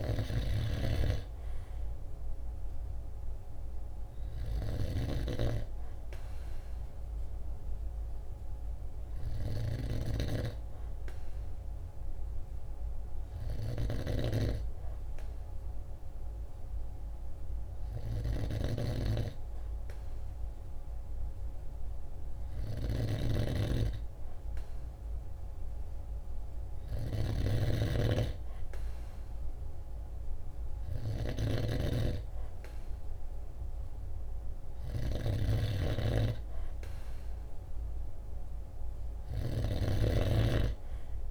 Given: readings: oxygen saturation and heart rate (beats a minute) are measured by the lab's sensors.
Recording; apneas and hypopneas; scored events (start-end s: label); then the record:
breathing in sleep by a room microphone; 1
0.00-1.00 s: snoring (device-marked)
12.00-26.00 s: hypopnea (oxygen 96% before, 94% lowest, heart rate 47 before, 47 extreme, up 1 after)
27.00-41.31 s: snoring (device-marked)
28.00-31.00 s: arousal
From the record:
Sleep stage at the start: N2 (light sleep); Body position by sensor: on the right side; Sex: male